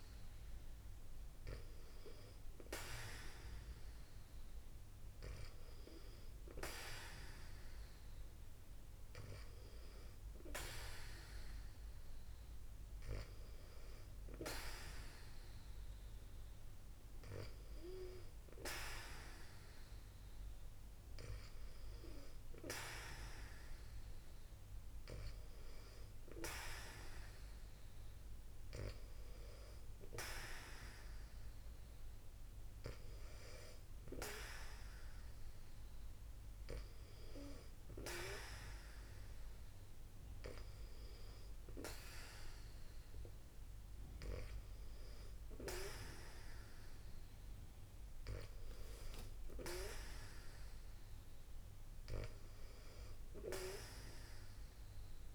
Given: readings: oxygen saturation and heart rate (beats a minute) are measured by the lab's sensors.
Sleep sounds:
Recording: breathing in sleep by a room microphone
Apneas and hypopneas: none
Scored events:
0.00-12.00 s: oxygen desaturation (device-marked, oxygen 96% before, 93% lowest, heart rate 66 before, 62 extreme)
From the record:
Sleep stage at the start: N2 (light sleep)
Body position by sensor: on the back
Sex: female

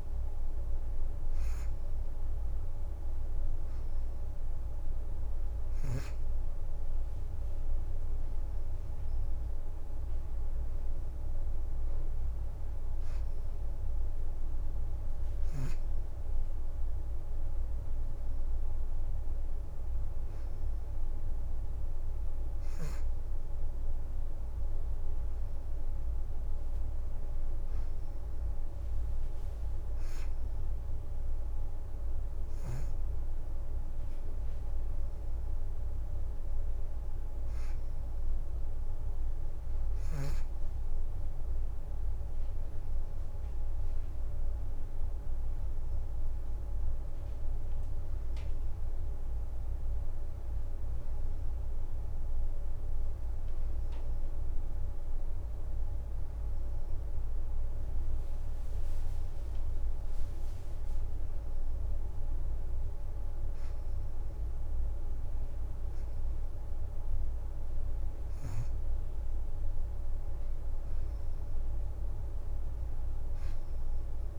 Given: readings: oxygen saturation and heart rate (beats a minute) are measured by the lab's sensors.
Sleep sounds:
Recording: breathing in sleep, hard to hear, by a room microphone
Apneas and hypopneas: none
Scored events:
4.00-6.00 s: leg movement (device-marked)
7.00-9.00 s: leg movement (device-marked)
42.50-45.00 s: leg movement (device-marked)
47.50-50.00 s: leg movement (device-marked)
57.50-61.00 s: leg movement (device-marked)
From the record:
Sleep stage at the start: N2 (light sleep)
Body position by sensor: on the back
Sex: female

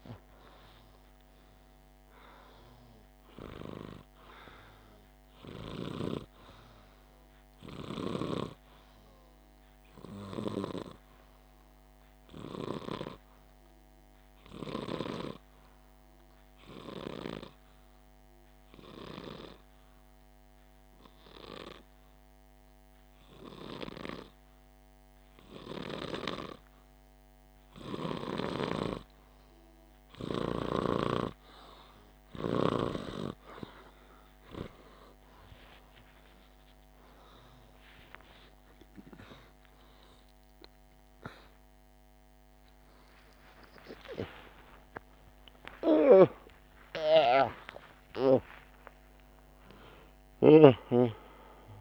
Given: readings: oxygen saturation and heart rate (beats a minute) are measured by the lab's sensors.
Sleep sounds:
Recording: breathing in sleep by a microphone on the trachea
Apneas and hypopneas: 1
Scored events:
0.00-0.50 s: arousal
15.50-28.00 s: obstructive apnea (oxygen 98% before, 94% lowest, heart rate 50 before, 48 extreme, up 1 after)
41.00-47.50 s: arousal
From the record:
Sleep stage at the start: N2 (light sleep)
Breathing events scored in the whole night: 209 in 5.7 hours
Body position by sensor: on the back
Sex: male

